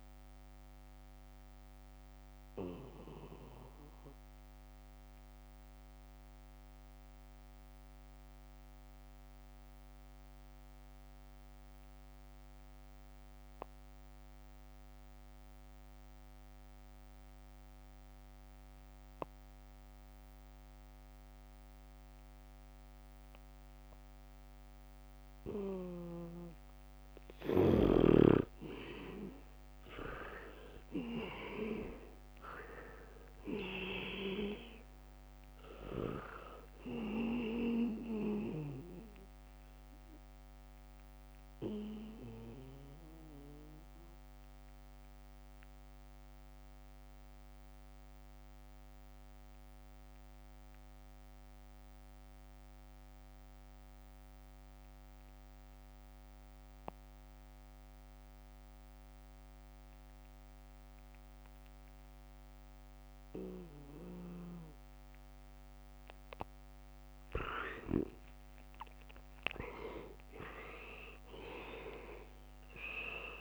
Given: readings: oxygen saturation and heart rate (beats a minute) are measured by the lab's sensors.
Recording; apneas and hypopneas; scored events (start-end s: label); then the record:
breathing in sleep by a microphone on the trachea; 2
0.00-2.50 s: leg movement (device-marked)
0.00-16.50 s: oxygen desaturation (device-marked, oxygen 77% lowest, heart rate 61 extreme)
1.00-27.00 s: mixed apnea (oxygen 98% before, 76% lowest, heart rate 66 before, 62 extreme, up 8 after)
21.50-55.50 s: oxygen desaturation (device-marked, oxygen 98% before, 76% lowest, heart rate 72 before, 63 extreme)
22.00-25.00 s: leg movement (device-marked)
27.00-31.50 s: leg movement (device-marked)
30.00-33.50 s: arousal
35.00-43.50 s: leg movement (device-marked)
41.00-68.00 s: mixed apnea (oxygen 98% before, 76% lowest, heart rate 67 before, 65 extreme, up 5 after)
61.50-73.41 s: oxygen desaturation (device-marked, oxygen 98% before, 78% lowest, heart rate 72 before, 65 extreme)
67.00-73.41 s: leg movement (device-marked)
69.00-73.41 s: arousal
From the record:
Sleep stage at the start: N2 (light sleep); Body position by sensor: on the back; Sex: male